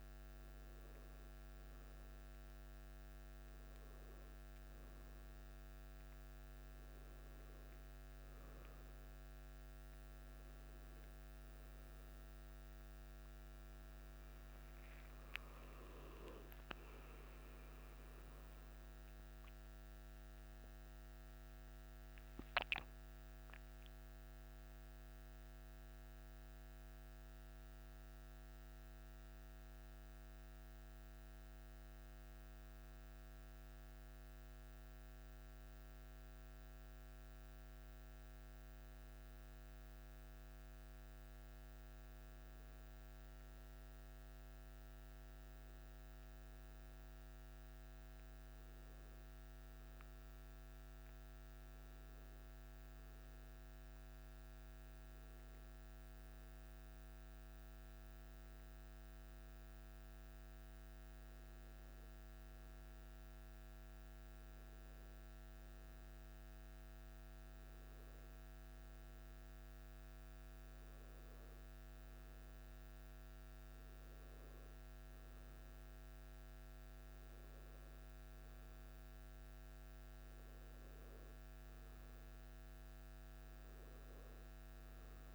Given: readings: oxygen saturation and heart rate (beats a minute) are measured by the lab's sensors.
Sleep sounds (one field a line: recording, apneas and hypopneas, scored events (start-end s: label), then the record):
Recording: breathing in sleep, hard to hear, by a microphone on the trachea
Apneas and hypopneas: none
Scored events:
19.00-23.00 s: arousal
From the record:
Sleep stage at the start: N1 (lightest sleep)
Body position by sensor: on the back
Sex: male